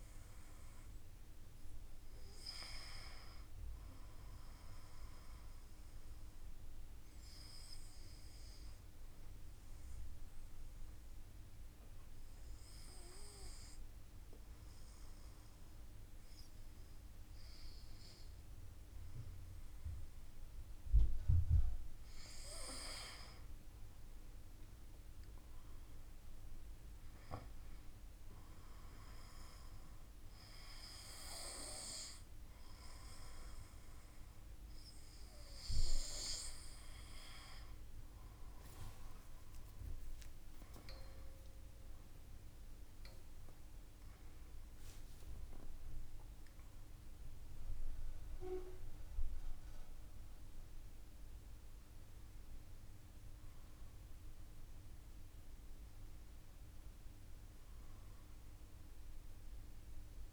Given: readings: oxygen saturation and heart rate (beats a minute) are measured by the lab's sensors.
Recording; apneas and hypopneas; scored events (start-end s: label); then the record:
breathing in sleep by a room microphone; 1
5.50-20.00 s: obstructive apnea (oxygen 95% before, 93% lowest, heart rate 54 before, 51 extreme, up 3 after)
22.00-26.00 s: arousal
50.00-60.33 s: new sleep stage, N1 (lightest sleep)
From the record:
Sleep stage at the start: N2 (light sleep); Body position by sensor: on the back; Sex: male